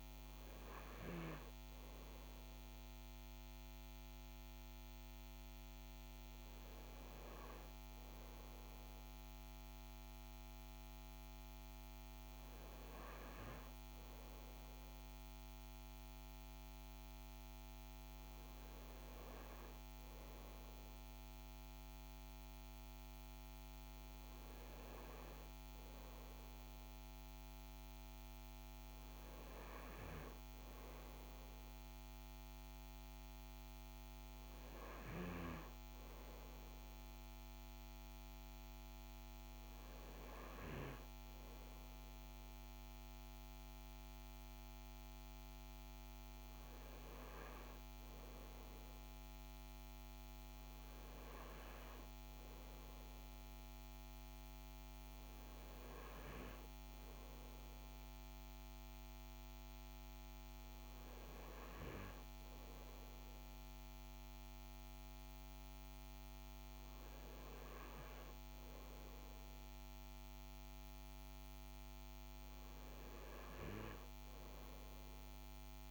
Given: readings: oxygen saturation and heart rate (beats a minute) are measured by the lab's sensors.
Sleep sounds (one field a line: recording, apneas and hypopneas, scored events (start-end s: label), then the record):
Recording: breathing in sleep, hard to hear, by a microphone on the trachea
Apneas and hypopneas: none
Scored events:
none scored
From the record:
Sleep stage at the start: N2 (light sleep)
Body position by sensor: on the front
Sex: male